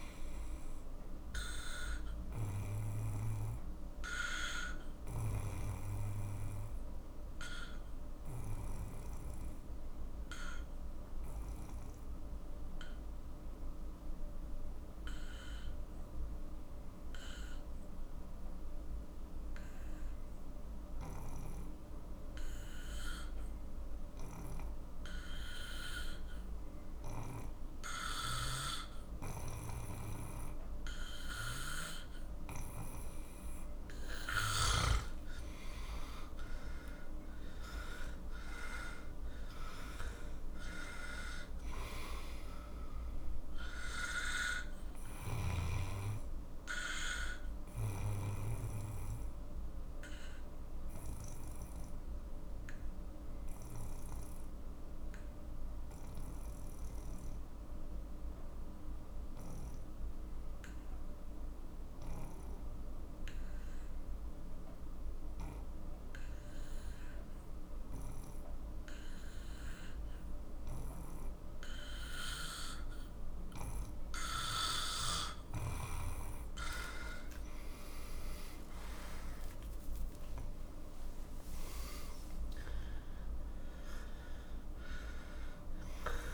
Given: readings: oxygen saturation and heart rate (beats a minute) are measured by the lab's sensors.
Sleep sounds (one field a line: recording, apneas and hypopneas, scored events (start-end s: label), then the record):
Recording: breathing in sleep by a room microphone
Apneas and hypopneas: 2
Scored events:
0.00-10.50 s: oxygen desaturation (device-marked, oxygen 91% lowest, heart rate 39 extreme)
2.00-32.50 s: obstructive apnea (oxygen 97% before, 91% lowest, heart rate 55 before, 39 extreme, up 15 after)
33.50-50.50 s: oxygen desaturation (device-marked, oxygen 98% before, 91% lowest, heart rate 50 before, 42 extreme)
35.50-39.50 s: arousal
46.00-74.50 s: obstructive apnea (oxygen 98% before, 91% lowest, heart rate 56 before, 42 extreme, up 43 after)
74.50-86.34 s: oxygen desaturation (device-marked, oxygen 97% before, 91% lowest, heart rate 47 before, 44 extreme)
78.00-81.50 s: arousal
From the record:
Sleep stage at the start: N2 (light sleep)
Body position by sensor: on the back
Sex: male